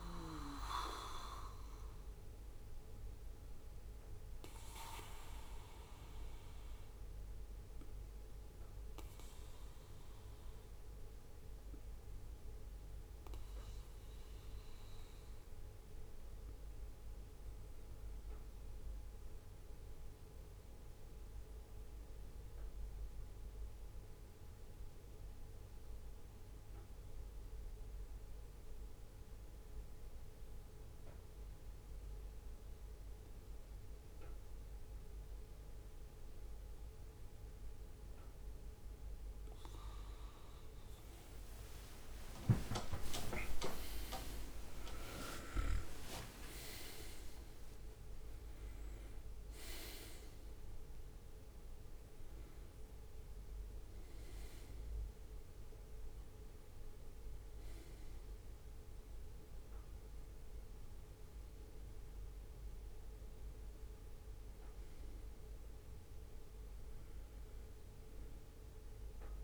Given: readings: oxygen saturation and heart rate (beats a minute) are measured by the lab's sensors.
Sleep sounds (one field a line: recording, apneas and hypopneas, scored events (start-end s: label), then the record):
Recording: breathing in sleep by a room microphone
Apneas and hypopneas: 1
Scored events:
7.00-38.50 s: obstructive apnea (oxygen 98% before, 95% lowest, heart rate 64 before, 62 extreme, up 10 after)
41.00-46.50 s: arousal
41.50-48.00 s: leg movement (device-marked)
From the record:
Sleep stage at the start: N2 (light sleep)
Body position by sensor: on the right side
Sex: male